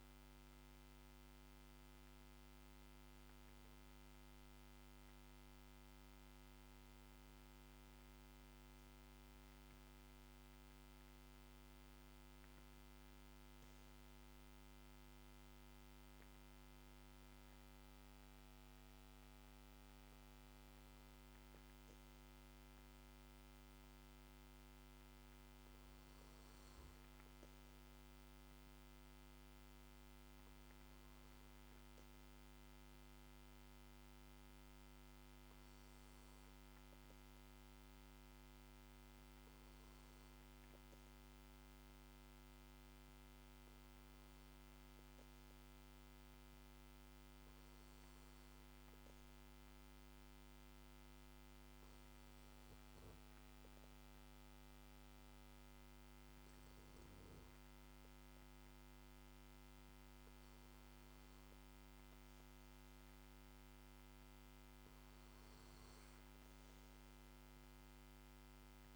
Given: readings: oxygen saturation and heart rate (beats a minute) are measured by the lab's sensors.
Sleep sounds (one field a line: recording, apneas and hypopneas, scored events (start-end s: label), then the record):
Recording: breathing in sleep, hard to hear, by a microphone on the trachea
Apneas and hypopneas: 1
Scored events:
48.00-60.00 s: hypopnea (oxygen 96% before, 94% lowest, heart rate 51 before, 52 extreme, up 1 after)
61.50-64.50 s: arousal
From the record:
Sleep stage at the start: N2 (light sleep)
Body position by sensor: on the back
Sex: male